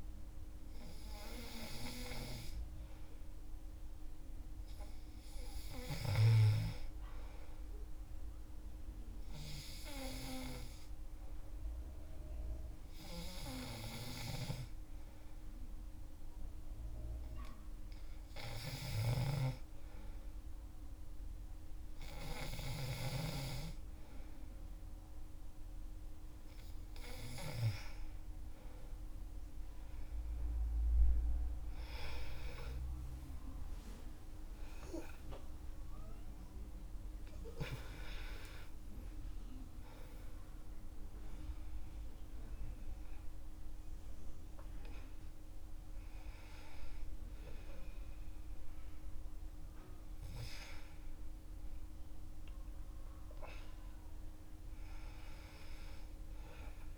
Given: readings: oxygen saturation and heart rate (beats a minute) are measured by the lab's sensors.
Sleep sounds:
breathing in sleep by a room microphone; none
19.50-56.98 s: new sleep stage, N2 (light sleep)
32.50-38.50 s: arousal
From the record:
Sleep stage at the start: N3 (deep sleep); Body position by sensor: on the back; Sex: male

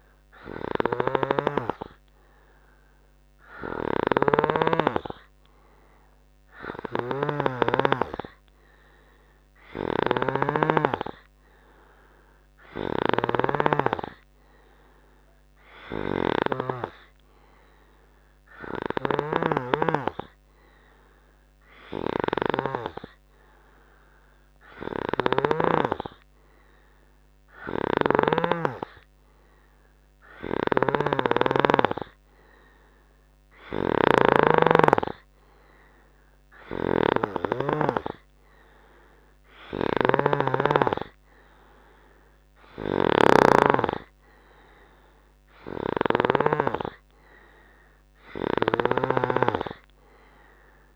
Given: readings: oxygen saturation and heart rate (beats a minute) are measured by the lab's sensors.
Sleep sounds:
breathing in sleep by a microphone on the trachea; none
0.00-8.00 s: snoring (device-marked)
10.00-26.00 s: snoring (device-marked)
28.00-46.50 s: snoring (device-marked)
48.50-50.96 s: snoring (device-marked)
From the record:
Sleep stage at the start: N3 (deep sleep); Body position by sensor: on the right side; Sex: male

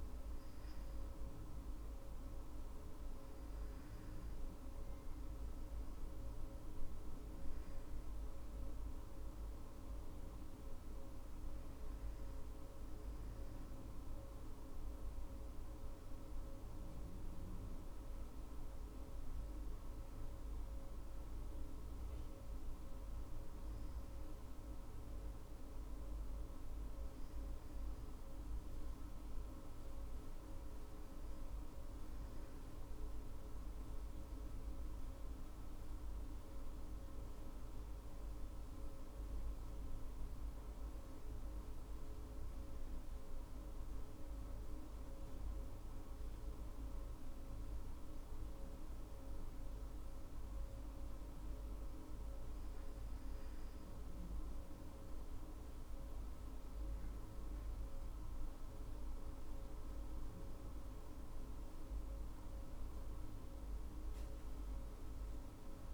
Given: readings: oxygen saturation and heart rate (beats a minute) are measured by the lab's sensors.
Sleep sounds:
breathing in sleep, hard to hear, by a room microphone; 1
26.00-65.94 s: new sleep stage, N2 (light sleep)
46.50-61.50 s: hypopnea (oxygen 99% before, 97% lowest, heart rate 57 before, 55 extreme, up 19 after)
63.50-65.94 s: arousal
From the record:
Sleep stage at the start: N1 (lightest sleep); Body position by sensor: on the back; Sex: female

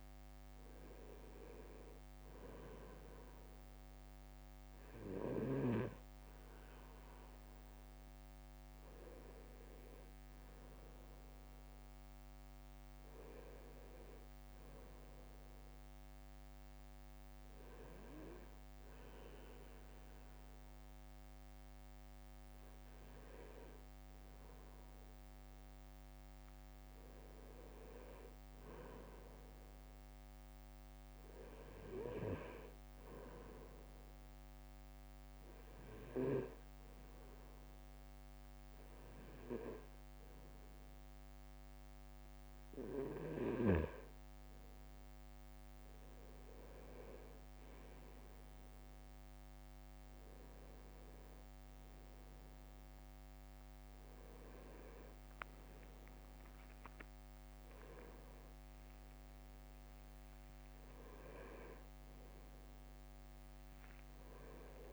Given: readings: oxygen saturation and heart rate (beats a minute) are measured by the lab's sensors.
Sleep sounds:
breathing in sleep by a microphone on the trachea; 1
11.00-14.00 s: leg movement (device-marked)
25.00-29.50 s: arousal
34.50-46.00 s: hypopnea (oxygen 97% before, 96% lowest, heart rate 56 before, 54 extreme, up 6 after)
45.00-46.00 s: leg movement (device-marked)
47.00-48.50 s: leg movement (device-marked)
50.50-64.93 s: new sleep stage, awake
57.50-60.00 s: leg movement (device-marked)
61.00-62.50 s: leg movement (device-marked)
63.00-64.50 s: leg movement (device-marked)
From the record:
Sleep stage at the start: N2 (light sleep); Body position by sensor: on the right side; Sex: male

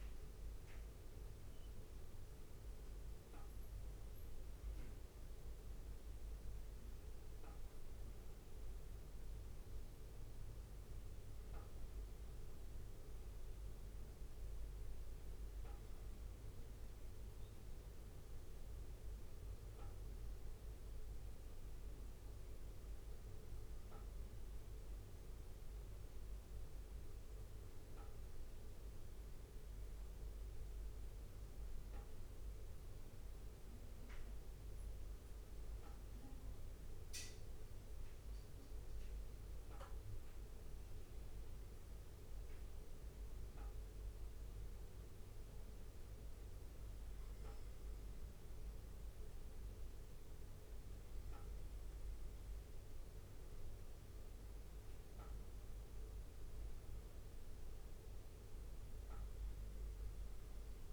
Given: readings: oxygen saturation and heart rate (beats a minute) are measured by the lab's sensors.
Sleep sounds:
breathing in sleep, hard to hear, by a room microphone; 1
1.00-33.00 s: bradycardia (device-marked, heart rate 59 before, 58 extreme)
21.00-34.00 s: hypopnea (oxygen 97% before, 96% lowest, heart rate 59 before, 58 extreme, up 2 after)
37.00-41.50 s: arousal
38.00-45.00 s: bradycardia (device-marked, heart rate 59 before, 59 extreme)
56.00-60.93 s: bradycardia (device-marked, heart rate 59 before, 58 extreme)
From the record:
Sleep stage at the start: N2 (light sleep); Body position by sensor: on the back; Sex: male

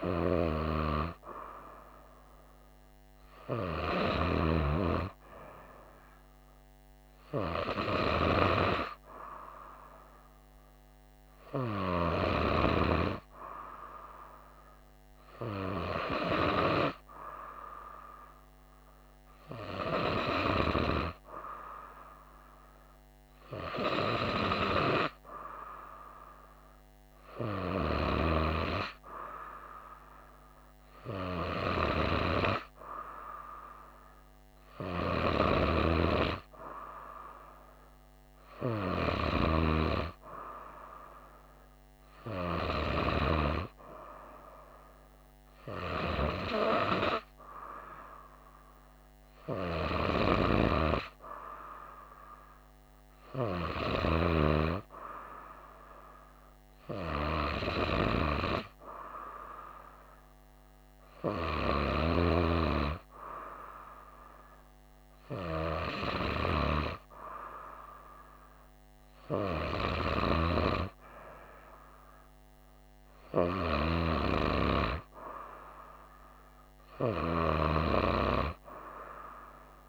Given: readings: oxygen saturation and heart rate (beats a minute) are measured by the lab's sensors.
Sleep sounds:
breathing in sleep by a microphone on the trachea; none
none scored
From the record:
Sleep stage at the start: N2 (light sleep); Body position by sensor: on the right side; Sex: female

